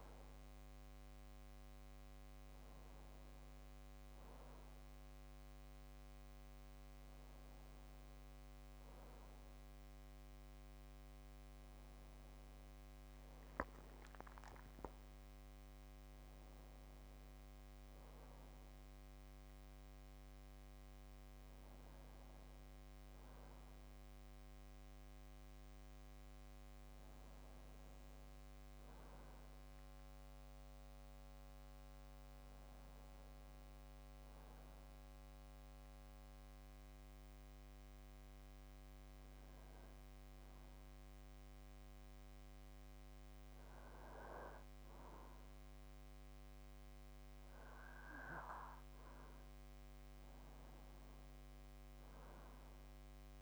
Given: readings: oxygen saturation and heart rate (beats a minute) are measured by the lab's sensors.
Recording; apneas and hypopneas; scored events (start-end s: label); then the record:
breathing in sleep, hard to hear, by a microphone on the trachea; 1
13.50-17.00 s: arousal
37.00-49.00 s: hypopnea (oxygen 97% before, 93% lowest)
From the record:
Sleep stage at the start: N2 (light sleep); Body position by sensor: on the back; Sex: male